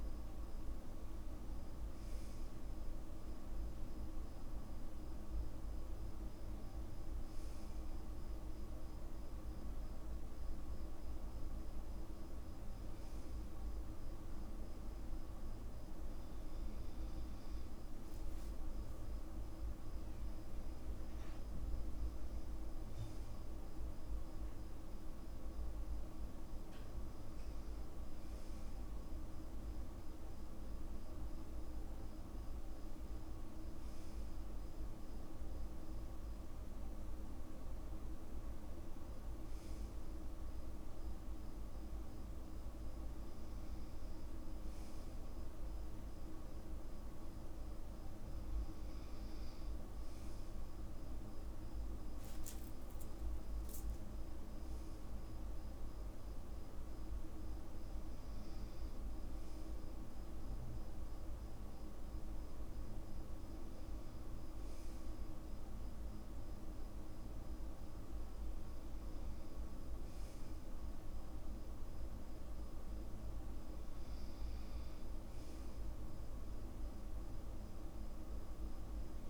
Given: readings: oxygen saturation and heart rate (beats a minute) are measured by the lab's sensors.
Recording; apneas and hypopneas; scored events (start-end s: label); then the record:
breathing in sleep, hard to hear, by a room microphone; none
54.00-56.00 s: long interval between heartbeats (device-marked, heart rate 61 before, 78 extreme)
54.50-58.50 s: arousal
From the record:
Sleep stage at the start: N2 (light sleep); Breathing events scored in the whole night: 61 in 5.0 hours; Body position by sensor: on the back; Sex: male